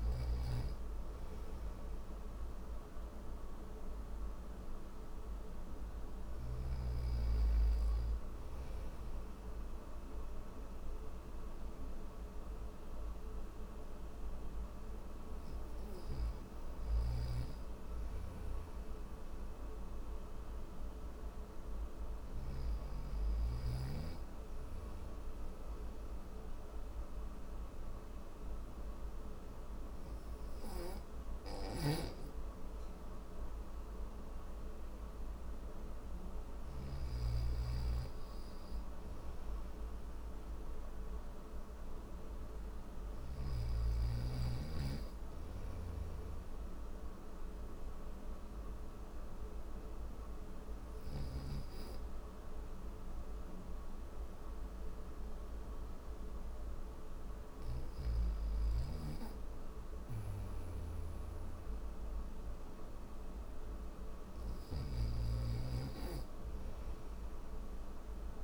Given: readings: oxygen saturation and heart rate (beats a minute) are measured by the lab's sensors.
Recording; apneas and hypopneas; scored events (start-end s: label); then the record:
breathing in sleep, hard to hear, by a room microphone; none
29.50-36.00 s: snoring (device-marked)
44.50-50.50 s: snoring (device-marked)
56.50-64.00 s: snoring (device-marked)
From the record:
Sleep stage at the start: N1 (lightest sleep); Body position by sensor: on the right side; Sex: male